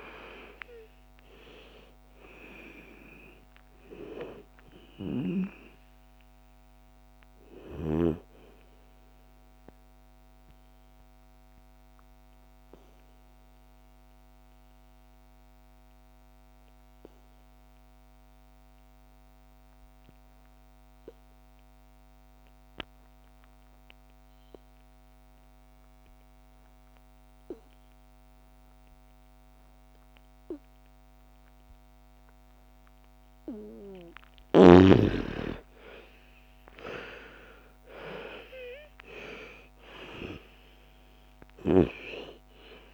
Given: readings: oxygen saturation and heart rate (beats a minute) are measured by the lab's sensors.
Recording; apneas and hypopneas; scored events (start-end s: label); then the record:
breathing in sleep by a microphone on the trachea; 1
0.00-14.50 s: oxygen desaturation (device-marked, oxygen 84% lowest, heart rate 55 extreme)
10.00-33.50 s: obstructive apnea (oxygen 97% before, 81% lowest, heart rate 63 before, 55 extreme, up 13 after)
28.50-42.94 s: oxygen desaturation (device-marked, oxygen 98% before, 81% lowest, heart rate 58 before, 55 extreme)
34.50-40.00 s: arousal
From the record:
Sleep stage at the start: N2 (light sleep); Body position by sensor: on the back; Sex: female